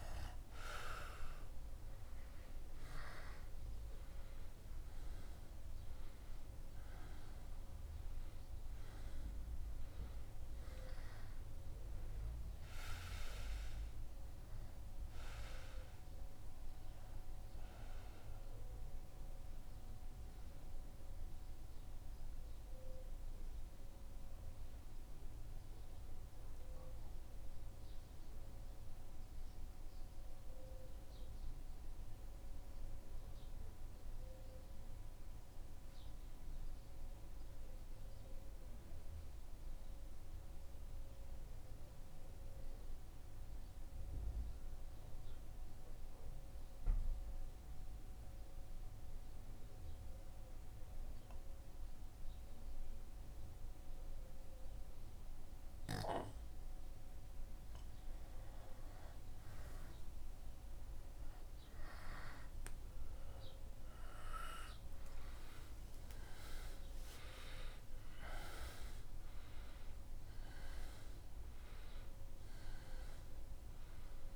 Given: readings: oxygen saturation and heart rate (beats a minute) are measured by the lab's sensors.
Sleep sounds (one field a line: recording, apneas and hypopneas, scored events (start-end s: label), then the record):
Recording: breathing in sleep by a room microphone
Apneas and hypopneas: 1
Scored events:
0.00-1.50 s: arousal
19.50-57.00 s: central apnea (oxygen 95% before, 92% lowest, heart rate 76 before, 72 extreme, up 4 after)
61.50-66.50 s: arousal
From the record:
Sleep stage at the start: N2 (light sleep)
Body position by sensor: on the back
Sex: male